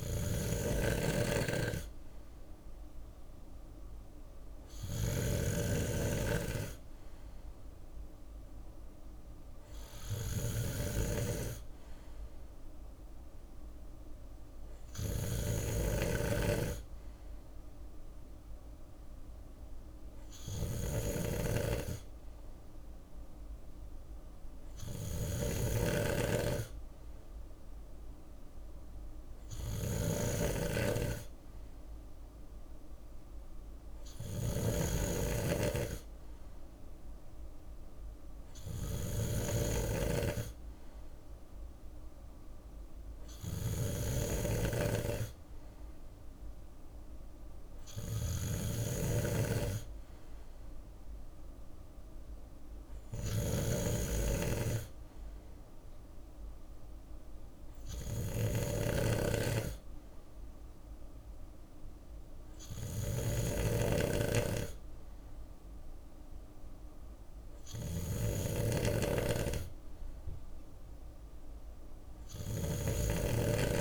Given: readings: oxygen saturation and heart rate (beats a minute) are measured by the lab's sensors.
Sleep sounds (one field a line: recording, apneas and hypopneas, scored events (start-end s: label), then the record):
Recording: breathing in sleep by a room microphone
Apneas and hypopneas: none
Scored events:
0.00-73.81 s: snoring (device-marked)
From the record:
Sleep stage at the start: N3 (deep sleep)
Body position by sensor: on the left side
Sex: male